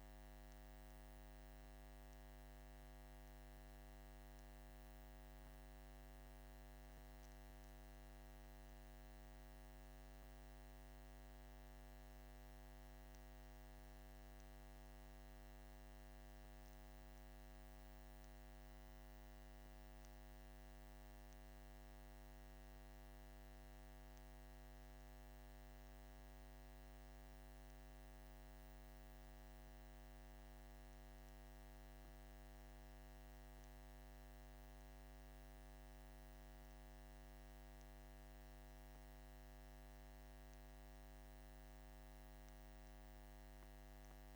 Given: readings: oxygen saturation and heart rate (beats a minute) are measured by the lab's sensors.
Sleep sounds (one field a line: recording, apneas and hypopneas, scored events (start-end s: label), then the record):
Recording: breathing in sleep, hard to hear, by a microphone on the trachea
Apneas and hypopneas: none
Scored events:
none scored
From the record:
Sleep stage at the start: N2 (light sleep)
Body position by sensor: on the back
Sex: male